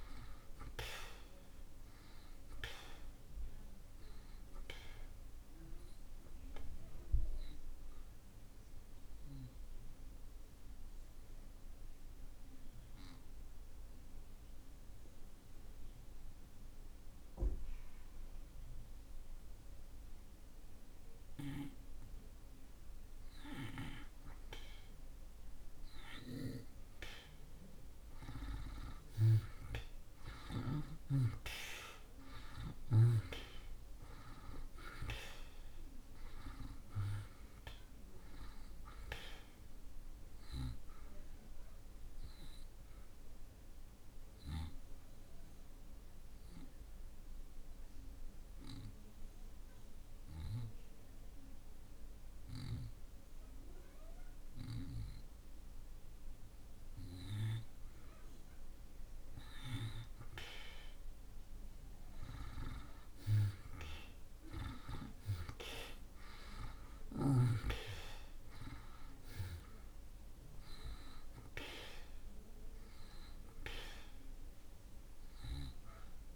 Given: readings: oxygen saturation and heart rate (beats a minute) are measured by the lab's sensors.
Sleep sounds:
breathing in sleep by a room microphone; 2
1.00-25.00 s: oxygen desaturation (device-marked, oxygen 93% before, 79% lowest)
6.00-22.00 s: obstructive apnea (oxygen 93% before, 77% lowest)
28.50-33.50 s: arousal
33.00-59.00 s: oxygen desaturation (device-marked, oxygen 95% before, 77% lowest)
43.50-57.00 s: obstructive apnea (oxygen 95% before, 77% lowest)
59.00-65.00 s: arousal
71.00-76.36 s: oxygen desaturation (device-marked, oxygen 94% before, 80% lowest)
From the record:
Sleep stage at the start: N2 (light sleep); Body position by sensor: on the back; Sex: male

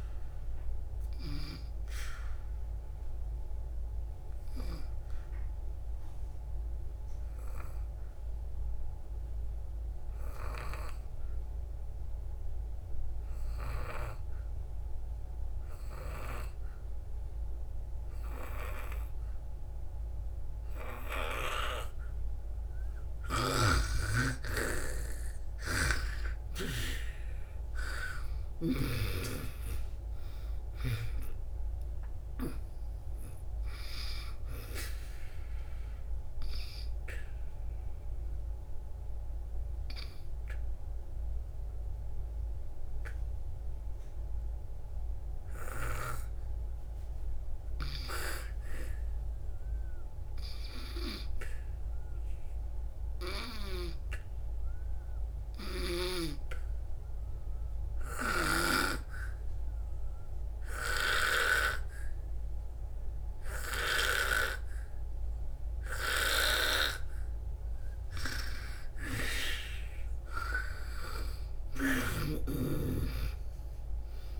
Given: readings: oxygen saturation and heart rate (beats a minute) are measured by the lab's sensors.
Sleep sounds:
breathing in sleep by a room microphone; 2
0.00-19.50 s: oxygen desaturation (device-marked, oxygen 88% lowest, heart rate 59 extreme)
1.00-22.50 s: obstructive apnea (oxygen 97% before, 87% lowest, heart rate 67 before, 59 extreme, up 7 after)
25.50-56.50 s: oxygen desaturation (device-marked, oxygen 98% before, 87% lowest, heart rate 63 before, 61 extreme)
28.00-33.00 s: arousal
51.50-67.50 s: obstructive apnea (oxygen 97% before, 87% lowest, heart rate 67 before, 54 extreme, up 5 after)
68.50-74.40 s: oxygen desaturation (device-marked, oxygen 98% before, 88% lowest, heart rate 65 before, 54 extreme)
69.50-74.00 s: arousal
From the record:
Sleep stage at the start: N2 (light sleep); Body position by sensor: on the back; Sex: female

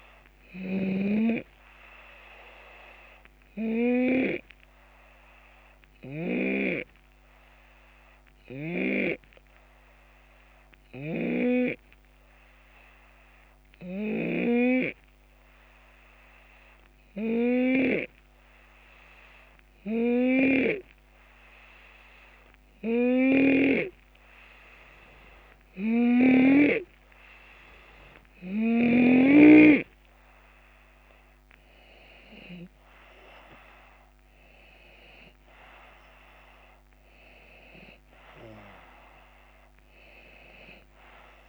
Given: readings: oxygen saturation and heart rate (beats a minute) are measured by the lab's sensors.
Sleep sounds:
breathing in sleep by a microphone on the trachea; 1
0.00-6.00 s: snoring (device-marked)
4.50-23.50 s: hypopnea (oxygen 95% before, 90% lowest, heart rate 75 before, 70 extreme, up 8 after)
10.50-14.00 s: snoring (device-marked)
23.00-26.50 s: snoring (device-marked)
28.50-32.00 s: arousal
31.00-41.49 s: drop in pulse transit time (device-marked, heart rate 72 before, 76 extreme)
From the record:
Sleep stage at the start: N2 (light sleep); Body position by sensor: on the left side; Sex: male

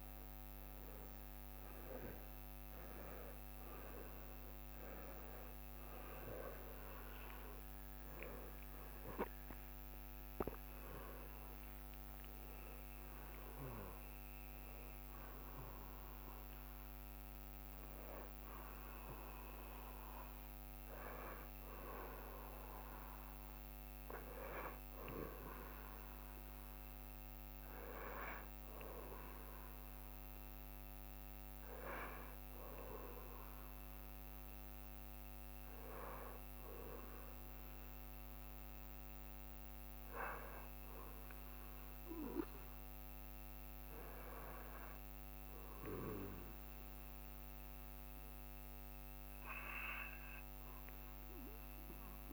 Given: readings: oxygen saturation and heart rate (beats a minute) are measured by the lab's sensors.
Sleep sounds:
a person partly awake in a sleep study, by a microphone on the trachea; none
7.50-37.50 s: new sleep stage, N1 (lightest sleep)
20.50-22.50 s: long interval between heartbeats (device-marked, heart rate 67 before, 74 extreme)
37.50-52.32 s: new sleep stage, N2 (light sleep)
44.00-49.00 s: arousal
From the record:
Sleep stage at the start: awake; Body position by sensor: on the back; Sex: male

